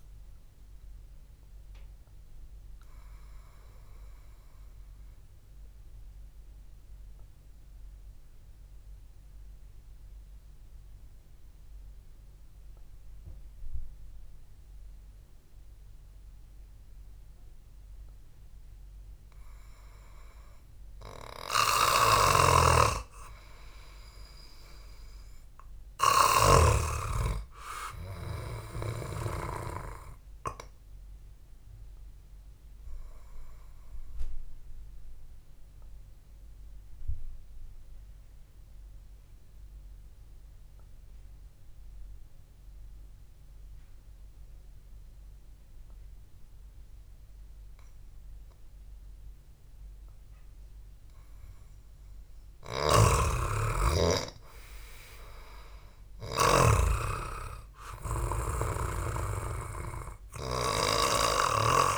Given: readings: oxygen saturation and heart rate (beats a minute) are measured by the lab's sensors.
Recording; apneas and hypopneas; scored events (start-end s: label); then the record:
breathing in sleep by a room microphone; 2
0.00-8.50 s: oxygen desaturation (device-marked, oxygen 93% lowest, heart rate 56 extreme)
3.00-20.50 s: obstructive apnea (oxygen 98% before, 92% lowest, heart rate 60 before, 56 extreme)
21.00-25.50 s: arousal
22.50-27.50 s: snoring (device-marked)
36.00-51.00 s: obstructive apnea (oxygen 97% before, 92% lowest, heart rate 61 before, 55 extreme, up 0 after)
53.50-61.98 s: snoring (device-marked)
56.00-60.50 s: arousal
From the record:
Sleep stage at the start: N2 (light sleep); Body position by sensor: on the back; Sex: male